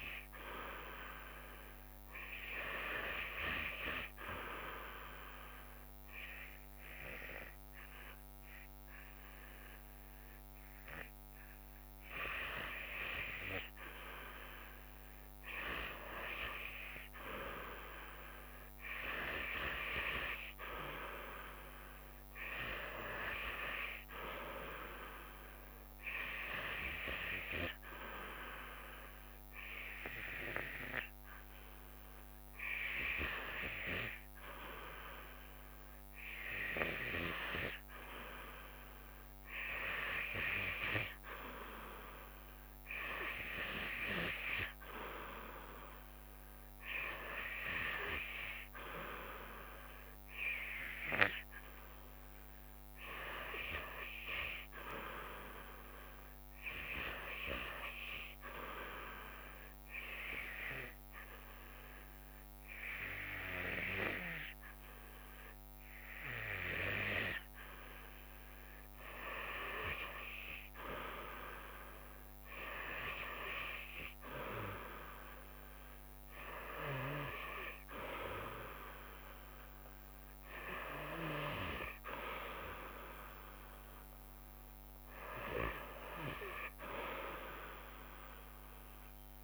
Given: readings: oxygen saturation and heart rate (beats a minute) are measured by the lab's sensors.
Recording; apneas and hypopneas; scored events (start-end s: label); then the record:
breathing in sleep by a microphone on the trachea; 1
59.00-70.00 s: obstructive apnea (oxygen 95% before, 92% lowest, heart rate 77 before, 69 extreme, up 11 after)
73.50-78.00 s: arousal
78.50-89.43 s: drop in pulse transit time (device-marked, heart rate 73 before, 71 extreme)
From the record:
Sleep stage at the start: REM sleep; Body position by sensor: on the back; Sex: female